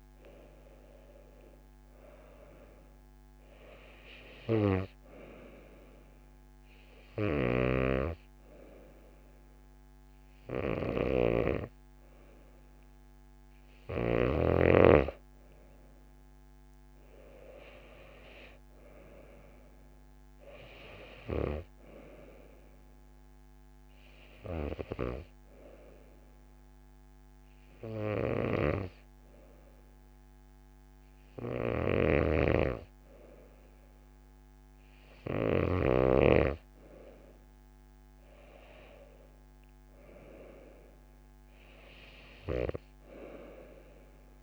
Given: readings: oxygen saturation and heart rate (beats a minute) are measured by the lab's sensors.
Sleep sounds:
breathing in sleep by a microphone on the trachea; none
23.00-25.00 s: long interval between heartbeats (device-marked)
From the record:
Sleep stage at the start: N2 (light sleep); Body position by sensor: on the right side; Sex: female

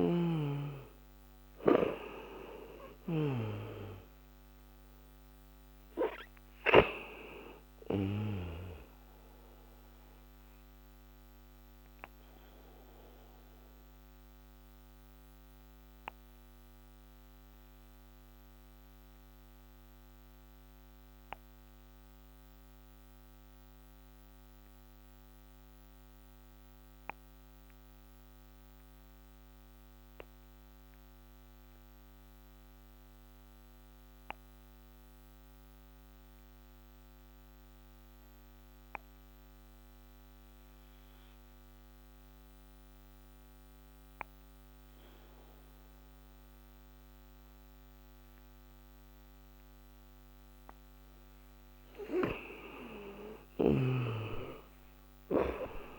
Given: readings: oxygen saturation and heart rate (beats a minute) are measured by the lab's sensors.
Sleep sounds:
breathing in sleep by a microphone on the trachea; 1
0.00-3.00 s: arousal
0.00-3.00 s: snoring (device-marked)
0.00-32.50 s: oxygen desaturation (device-marked, oxygen 85% lowest, heart rate 54 extreme)
10.00-50.50 s: obstructive apnea (oxygen 97% before, 85% lowest, heart rate 64 before, 54 extreme, up 9 after)
52.00-55.99 s: arousal
53.50-55.99 s: snoring (device-marked)
From the record:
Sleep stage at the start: N2 (light sleep); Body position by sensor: on the back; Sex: male

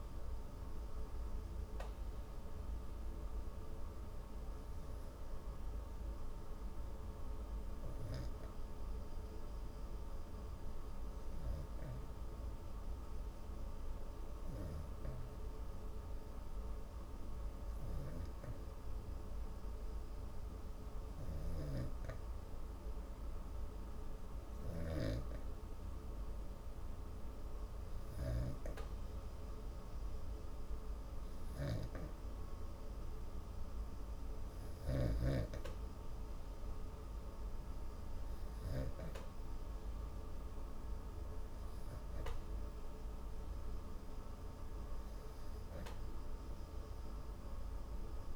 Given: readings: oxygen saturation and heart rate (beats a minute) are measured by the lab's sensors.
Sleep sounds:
breathing in sleep by a room microphone; 1
3.50-24.00 s: hypopnea (oxygen 95% before, 94% lowest, heart rate 107 before, 87 extreme, up 6 after)
26.50-29.00 s: arousal
From the record:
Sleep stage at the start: N2 (light sleep); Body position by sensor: on the back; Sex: female

